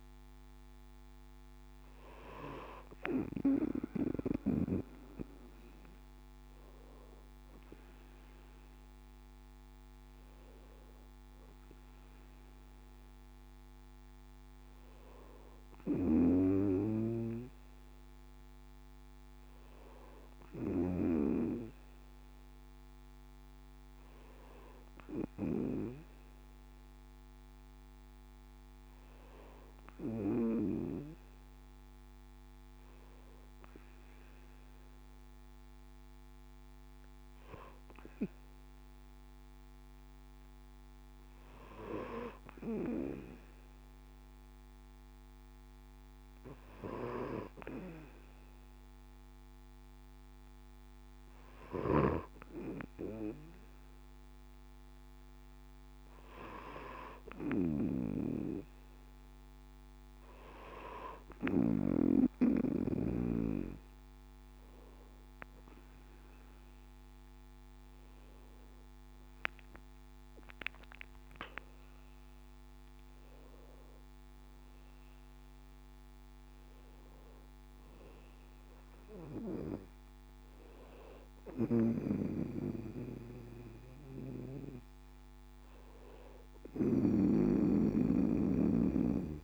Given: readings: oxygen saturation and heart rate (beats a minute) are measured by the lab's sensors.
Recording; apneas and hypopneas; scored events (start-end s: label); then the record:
breathing in sleep by a microphone on the trachea; none
66.50-71.50 s: arousal
From the record:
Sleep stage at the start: N2 (light sleep); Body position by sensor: on the back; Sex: male